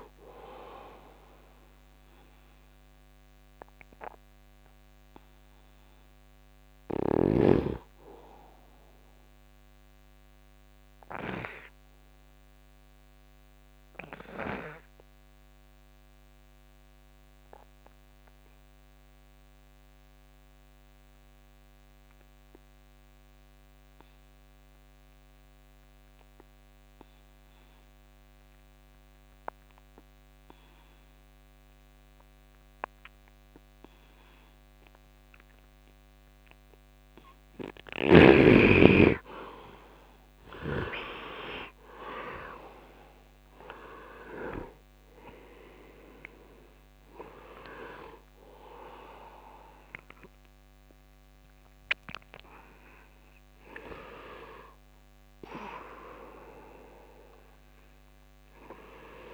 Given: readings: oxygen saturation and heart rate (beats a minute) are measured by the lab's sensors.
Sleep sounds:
breathing in sleep by a microphone on the trachea; 1
0.00-17.50 s: oxygen desaturation (device-marked, oxygen 76% lowest, heart rate 72 extreme)
2.50-38.50 s: obstructive apnea (oxygen 99% before, 73% lowest, heart rate 79 before, 73 extreme, up 6 after)
26.50-59.34 s: oxygen desaturation (device-marked, oxygen 100% before, 73% lowest, heart rate 76 before, 71 extreme)
40.00-45.00 s: arousal
From the record:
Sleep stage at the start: N2 (light sleep); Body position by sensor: on the right side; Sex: male

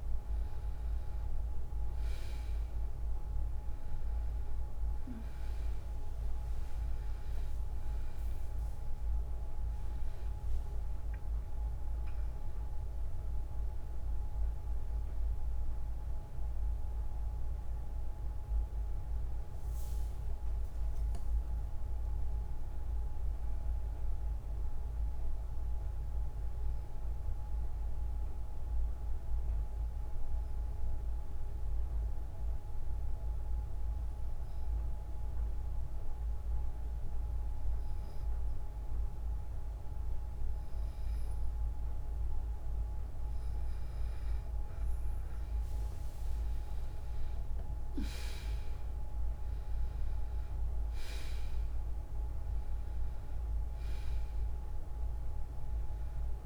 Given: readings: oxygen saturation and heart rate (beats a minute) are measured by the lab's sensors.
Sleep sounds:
breathing in sleep, hard to hear, by a room microphone; 1
0.00-25.50 s: oxygen desaturation (device-marked, oxygen 91% lowest, heart rate 55 extreme)
7.50-12.00 s: arousal
31.00-42.50 s: obstructive apnea (oxygen 98% before, 90% lowest, heart rate 61 before, 55 extreme, up 9 after)
42.50-56.46 s: oxygen desaturation (device-marked, oxygen 98% before, 90% lowest, heart rate 58 before, 55 extreme)
44.50-48.50 s: arousal
From the record:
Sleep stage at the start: N2 (light sleep); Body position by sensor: on the right side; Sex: female

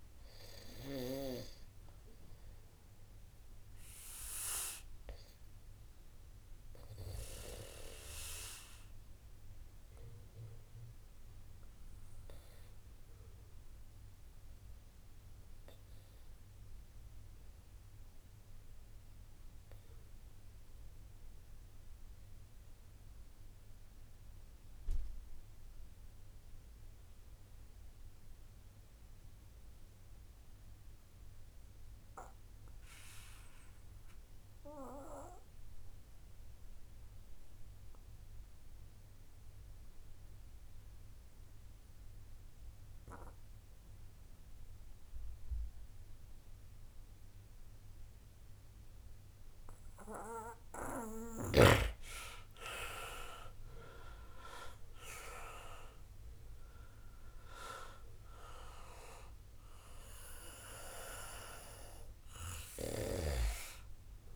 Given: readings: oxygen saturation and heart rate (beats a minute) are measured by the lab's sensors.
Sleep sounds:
breathing in sleep by a room microphone; 1
0.00-11.50 s: oxygen desaturation (device-marked, oxygen 84% lowest, heart rate 36 extreme)
5.50-49.50 s: obstructive apnea (oxygen 93% before, 79% lowest)
30.50-64.36 s: oxygen desaturation (device-marked, oxygen 96% before, 79% lowest)
37.50-64.36 s: new sleep stage, REM sleep
52.50-57.00 s: arousal
From the record:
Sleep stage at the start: N2 (light sleep); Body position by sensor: on the back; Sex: male

